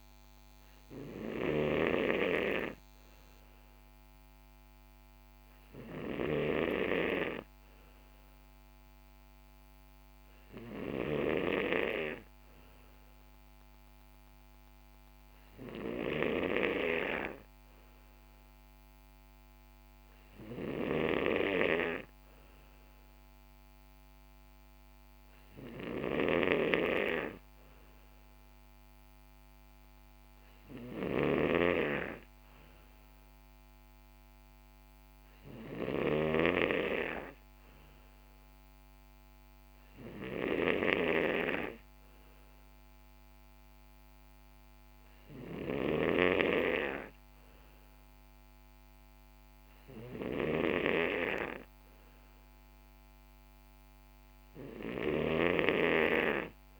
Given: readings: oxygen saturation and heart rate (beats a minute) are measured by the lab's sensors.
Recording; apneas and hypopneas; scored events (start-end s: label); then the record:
breathing in sleep by a microphone on the trachea; none
none scored
From the record:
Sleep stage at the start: N3 (deep sleep); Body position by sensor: on the right side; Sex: male